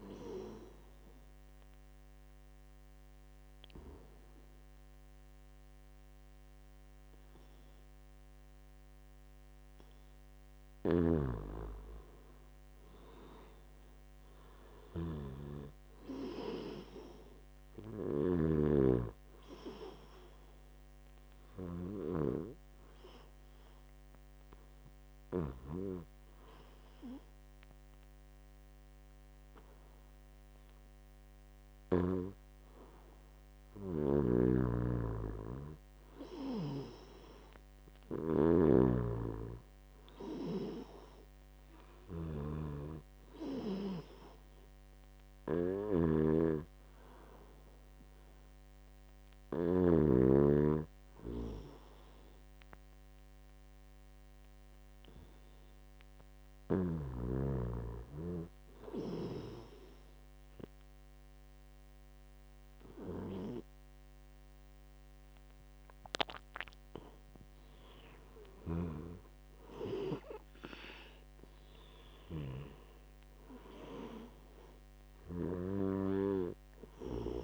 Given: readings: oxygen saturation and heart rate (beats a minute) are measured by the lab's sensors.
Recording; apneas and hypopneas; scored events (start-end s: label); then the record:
breathing in sleep by a microphone on the trachea; 3
0.00-4.50 s: oxygen desaturation (device-marked, oxygen 93% lowest, heart rate 74 extreme)
1.00-11.50 s: obstructive apnea (oxygen 97% before, 91% lowest, heart rate 75 before, 75 extreme, up 2 after)
11.00-18.50 s: snoring (device-marked)
13.00-16.50 s: arousal
21.00-23.00 s: long interval between heartbeats (device-marked, heart rate 75 before, 86 extreme)
22.50-33.50 s: hypopnea (oxygen 96% before, 91% lowest, heart rate 77 before, 76 extreme, up 1 after)
26.50-34.50 s: oxygen desaturation (device-marked, oxygen 94% before, 91% lowest, heart rate 80 before, 76 extreme)
34.00-50.00 s: snoring (device-marked)
35.50-39.50 s: arousal
46.50-57.50 s: hypopnea (oxygen 96% before, 91% lowest, heart rate 80 before, 75 extreme, up 1 after)
60.50-64.00 s: arousal
From the record:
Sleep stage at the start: N2 (light sleep); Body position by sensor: on the back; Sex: male